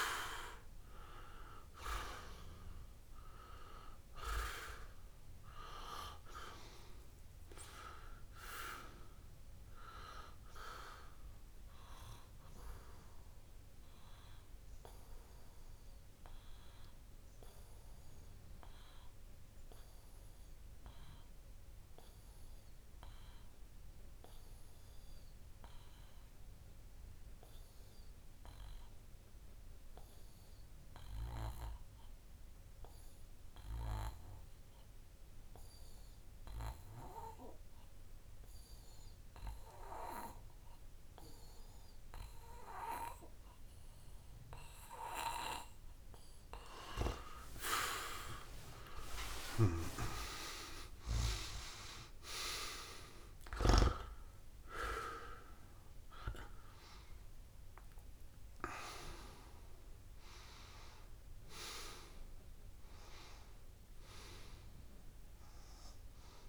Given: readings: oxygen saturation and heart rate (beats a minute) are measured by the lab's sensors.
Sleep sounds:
breathing in sleep by a room microphone; 1
0.00-30.00 s: oxygen desaturation (device-marked, oxygen 100% before, 92% lowest)
3.00-5.00 s: long interval between heartbeats (device-marked, heart rate 32 before, 34 extreme)
13.00-46.50 s: obstructive apnea (oxygen 100% before, 92% lowest)
15.00-17.00 s: long interval between heartbeats (device-marked)
26.00-28.00 s: long interval between heartbeats (device-marked)
46.00-66.49 s: oxygen desaturation (device-marked, oxygen 98% before, 93% lowest)
47.50-49.50 s: long interval between heartbeats (device-marked)
48.50-52.00 s: arousal
From the record:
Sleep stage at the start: N2 (light sleep); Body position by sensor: on the back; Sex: male

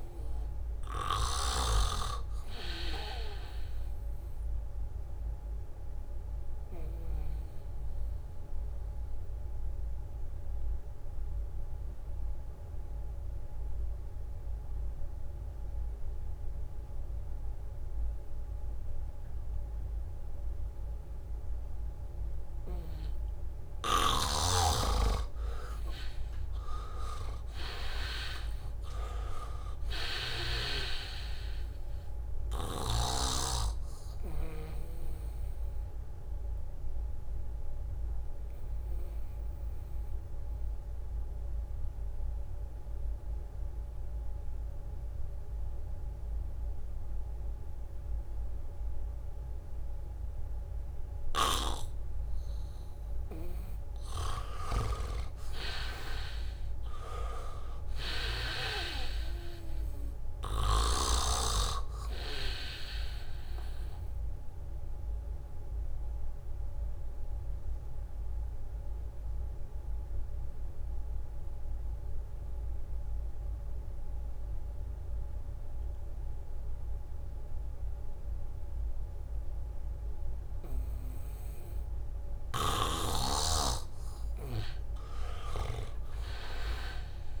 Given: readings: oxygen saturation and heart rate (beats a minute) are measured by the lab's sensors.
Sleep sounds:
breathing in sleep by a room microphone; 3
0.00-15.00 s: oxygen desaturation (device-marked, oxygen 83% lowest, heart rate 74 extreme)
5.00-24.00 s: obstructive apnea (oxygen 98% before, 81% lowest, heart rate 76 before, 76 extreme, up 2 after)
25.50-29.00 s: arousal
26.00-49.00 s: oxygen desaturation (device-marked, oxygen 98% before, 81% lowest, heart rate 78 before, 76 extreme)
37.00-52.50 s: obstructive apnea (oxygen 98% before, 81% lowest, heart rate 77 before, 76 extreme, up 1 after)
50.50-53.50 s: leg movement (device-marked)
54.50-58.00 s: arousal
55.00-61.50 s: snoring (device-marked)
57.00-76.00 s: oxygen desaturation (device-marked, oxygen 98% before, 82% lowest, heart rate 79 before, 74 extreme)
64.00-82.50 s: obstructive apnea (oxygen 98% before, 82% lowest, heart rate 78 before, 74 extreme, up 0 after)
81.00-87.40 s: oxygen desaturation (device-marked, oxygen 98% before, 82% lowest, heart rate 78 before, 74 extreme)
83.00-87.40 s: snoring (device-marked)
85.50-87.40 s: arousal
From the record:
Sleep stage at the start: N2 (light sleep); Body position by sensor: on the back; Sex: male

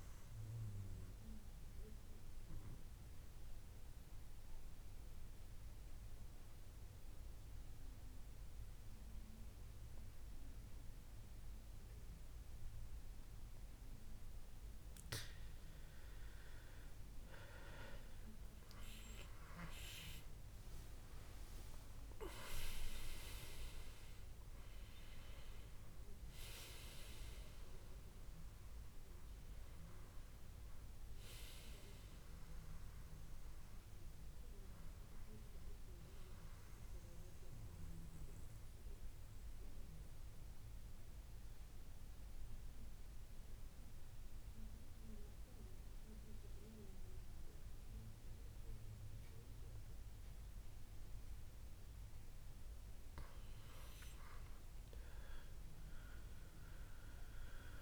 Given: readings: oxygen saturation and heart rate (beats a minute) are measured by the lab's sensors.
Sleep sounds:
breathing in sleep by a room microphone; 2
0.50-16.00 s: mixed apnea (oxygen 97% before, 91% lowest, heart rate 74 before, 69 extreme, up 13 after)
17.50-33.50 s: oxygen desaturation (device-marked, oxygen 97% before, 91% lowest, heart rate 71 before, 70 extreme)
18.00-22.00 s: arousal
38.50-53.50 s: mixed apnea (oxygen 98% before, 93% lowest, heart rate 78 before, 70 extreme, up 8 after)
53.50-57.82 s: oxygen desaturation (device-marked, oxygen 97% before, 93% lowest, heart rate 72 before, 69 extreme)
55.50-57.82 s: arousal
From the record:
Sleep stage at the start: N2 (light sleep); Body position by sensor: on the back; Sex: male

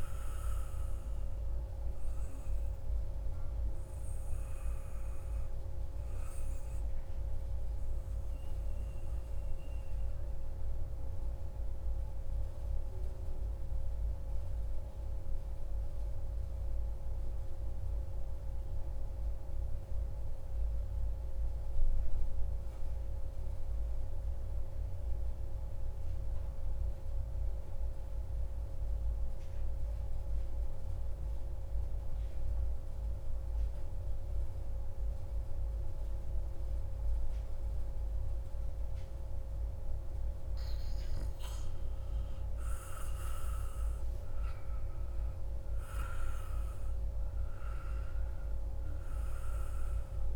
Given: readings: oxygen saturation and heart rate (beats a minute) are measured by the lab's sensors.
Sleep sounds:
breathing in sleep, hard to hear, by a room microphone; 1
0.00-11.50 s: oxygen desaturation (device-marked, oxygen 91% lowest)
1.50-38.50 s: central apnea (oxygen 97% before, 91% lowest)
40.00-44.50 s: arousal
42.50-50.35 s: oxygen desaturation (device-marked, oxygen 96% before, 92% lowest)
From the record:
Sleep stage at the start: N2 (light sleep); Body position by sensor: on the back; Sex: male

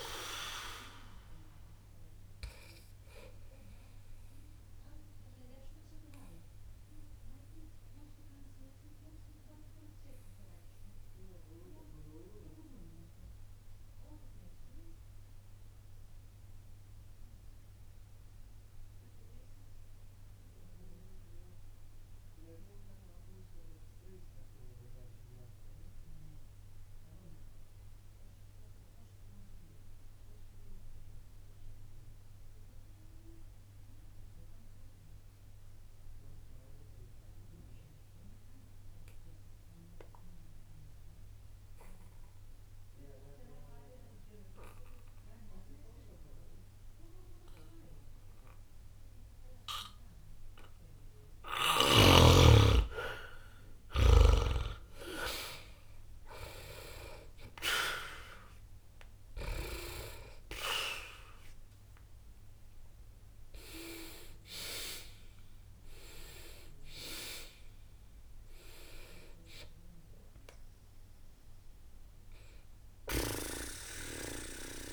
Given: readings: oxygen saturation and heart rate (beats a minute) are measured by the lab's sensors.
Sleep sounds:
breathing in sleep by a room microphone; 1
0.00-23.00 s: oxygen desaturation (device-marked, oxygen 76% lowest, heart rate 59 extreme)
5.00-52.50 s: mixed apnea (oxygen 95% before, 72% lowest, heart rate 60 before, 59 extreme, up 0 after)
39.00-74.93 s: oxygen desaturation (device-marked, oxygen 98% before, 72% lowest, heart rate 60 before, 60 extreme)
54.50-60.00 s: arousal
From the record:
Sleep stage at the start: N2 (light sleep); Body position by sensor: on the back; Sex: male

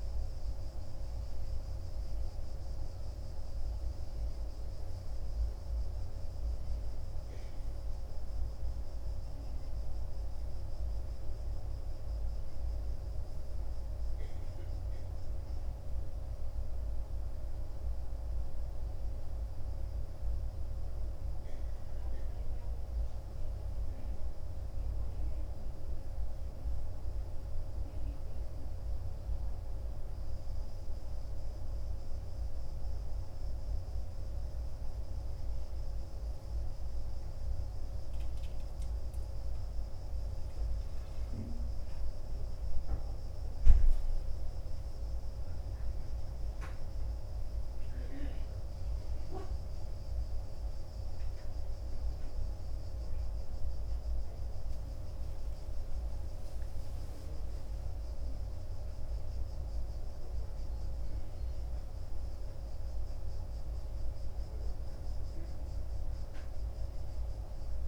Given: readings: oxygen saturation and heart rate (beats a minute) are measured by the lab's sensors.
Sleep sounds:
breathing in sleep, hard to hear, by a room microphone; none
none scored
From the record:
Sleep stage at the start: N2 (light sleep); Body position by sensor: on the right side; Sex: male

